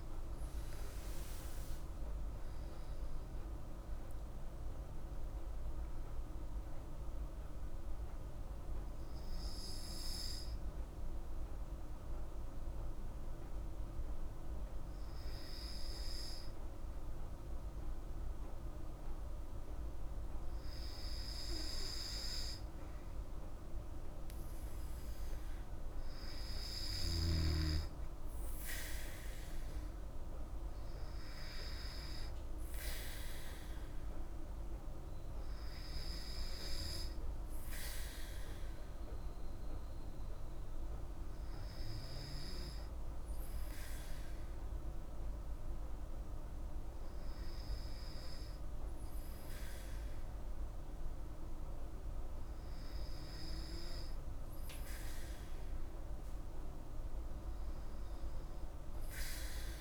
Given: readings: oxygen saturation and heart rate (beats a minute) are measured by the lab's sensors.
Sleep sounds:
breathing in sleep, hard to hear, by a room microphone; none
0.00-5.00 s: arousal
58.50-59.81 s: arousal
From the record:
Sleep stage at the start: N2 (light sleep); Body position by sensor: on the back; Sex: female

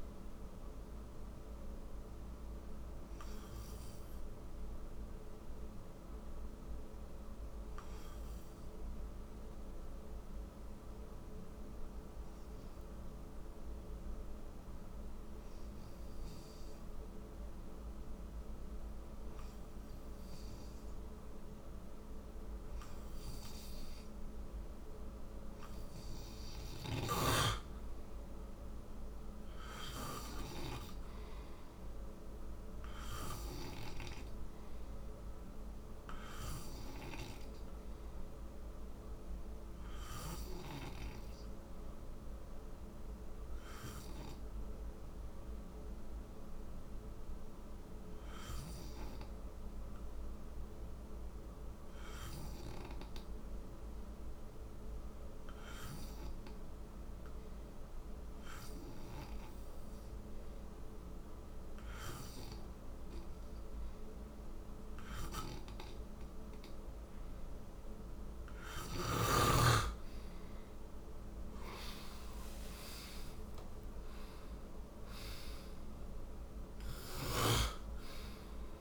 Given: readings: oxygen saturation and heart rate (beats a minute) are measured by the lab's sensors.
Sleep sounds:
breathing in sleep by a room microphone; 2
1.00-23.00 s: hypopnea (oxygen 93% before, 92% lowest, heart rate 72 before, 55 extreme, up 5 after)
23.50-51.50 s: oxygen desaturation (device-marked, oxygen 98% before, 93% lowest, heart rate 57 before, 55 extreme)
27.00-31.50 s: arousal
37.00-65.50 s: hypopnea (oxygen 98% before, 89% lowest, heart rate 59 before, 51 extreme, up 22 after)
70.50-76.00 s: arousal
76.50-78.81 s: snoring (device-marked)
From the record:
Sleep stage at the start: N2 (light sleep); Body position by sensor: on the right side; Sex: male

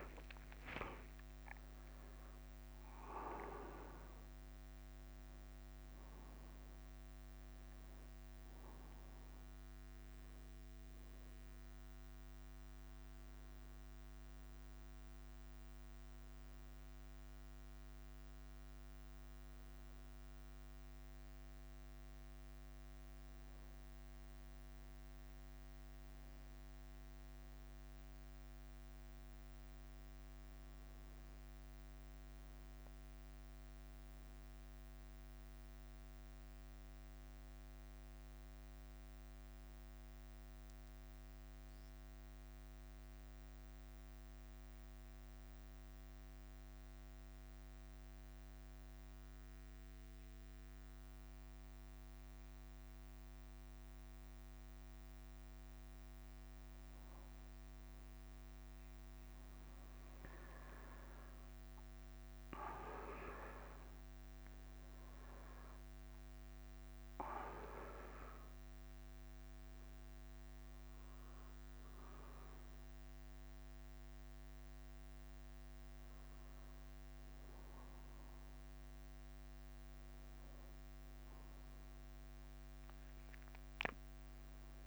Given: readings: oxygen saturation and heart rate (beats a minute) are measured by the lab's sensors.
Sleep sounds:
breathing in sleep, hard to hear, by a microphone on the trachea; 1
0.00-14.00 s: oxygen desaturation (device-marked, oxygen 96% before, 89% lowest, heart rate 56 before, 52 extreme)
11.00-30.00 s: bradycardia (device-marked, heart rate 61 before, 52 extreme)
11.50-13.50 s: long interval between heartbeats (device-marked, heart rate 59 before, 62 extreme)
31.50-35.50 s: arousal
34.00-41.00 s: bradycardia (device-marked, heart rate 61 before, 56 extreme)
43.00-57.50 s: mixed apnea (oxygen 99% before, 91% lowest, heart rate 57 before, 49 extreme, up 17 after)
45.00-47.00 s: long interval between heartbeats (device-marked, heart rate 57 before, 64 extreme)
45.00-51.00 s: bradycardia (device-marked, heart rate 61 before, 57 extreme)
52.00-59.00 s: bradycardia (device-marked, heart rate 61 before, 50 extreme)
54.50-56.50 s: long interval between heartbeats (device-marked, heart rate 58 before, 59 extreme)
58.00-84.87 s: oxygen desaturation (device-marked, oxygen 98% before, 91% lowest, heart rate 58 before, 52 extreme)
61.50-66.00 s: arousal
63.50-65.50 s: long interval between heartbeats (device-marked, heart rate 58 before, 65 extreme)
66.00-72.00 s: bradycardia (device-marked, heart rate 61 before, 55 extreme)
76.00-84.87 s: bradycardia (device-marked, heart rate 61 before, 52 extreme)
From the record:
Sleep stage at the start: N2 (light sleep); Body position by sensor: on the back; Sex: male

